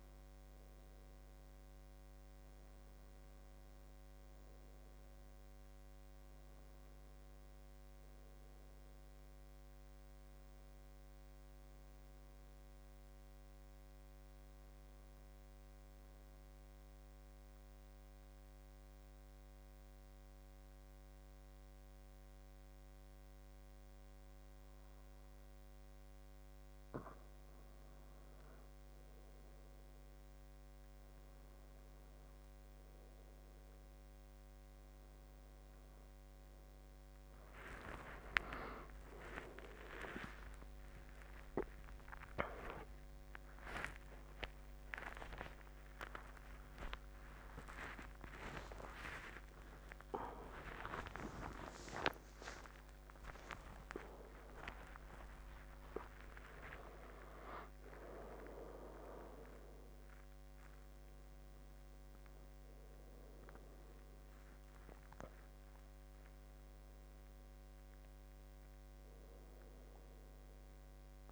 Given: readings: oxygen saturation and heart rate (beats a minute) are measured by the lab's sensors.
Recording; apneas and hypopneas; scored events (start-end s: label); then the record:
a person awake in a sleep study, by a microphone on the trachea; 1
5.00-9.50 s: arousal
16.00-27.00 s: mixed apnea (oxygen 92% before, 87% lowest, heart rate 85 before, 77 extreme, up 10 after)
31.50-71.32 s: new sleep stage, awake
33.50-63.50 s: oxygen desaturation (device-marked, oxygen 94% before, 87% lowest, heart rate 80 before, 78 extreme)
From the record:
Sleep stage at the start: N2 (light sleep); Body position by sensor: on the back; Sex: male